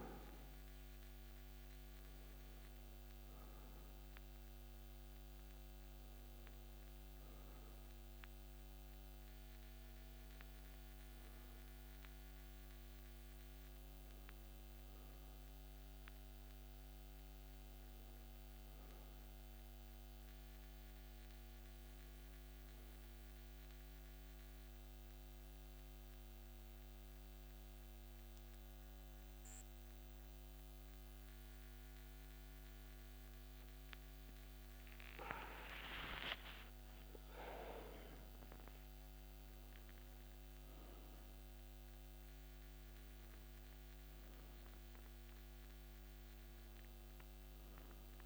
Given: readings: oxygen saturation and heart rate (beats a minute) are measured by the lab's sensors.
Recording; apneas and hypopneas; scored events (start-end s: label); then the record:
breathing in sleep by a microphone on the trachea; 1
20.50-33.50 s: hypopnea (oxygen 96% before, 97% lowest)
34.50-39.00 s: arousal
From the record:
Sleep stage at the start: N2 (light sleep); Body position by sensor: on the back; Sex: male